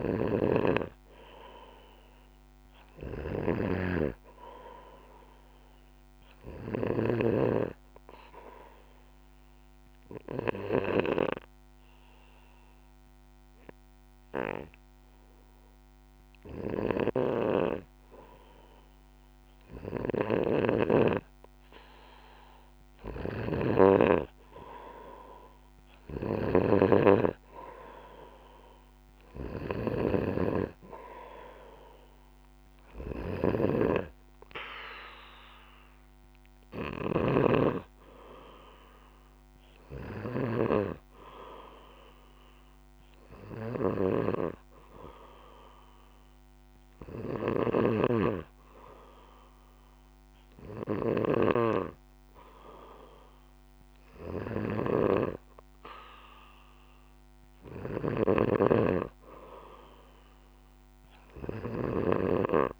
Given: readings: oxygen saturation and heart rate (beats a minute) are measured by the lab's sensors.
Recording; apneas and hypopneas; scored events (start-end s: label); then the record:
breathing in sleep by a microphone on the trachea; 1
0.00-7.50 s: snoring (device-marked)
9.50-21.50 s: obstructive apnea (oxygen 96% before, 92% lowest, heart rate 61 before, 58 extreme, up 5 after)
23.00-26.50 s: snoring (device-marked)
25.50-30.50 s: arousal
54.50-58.50 s: snoring (device-marked)
From the record:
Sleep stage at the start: N2 (light sleep); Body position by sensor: on the back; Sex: male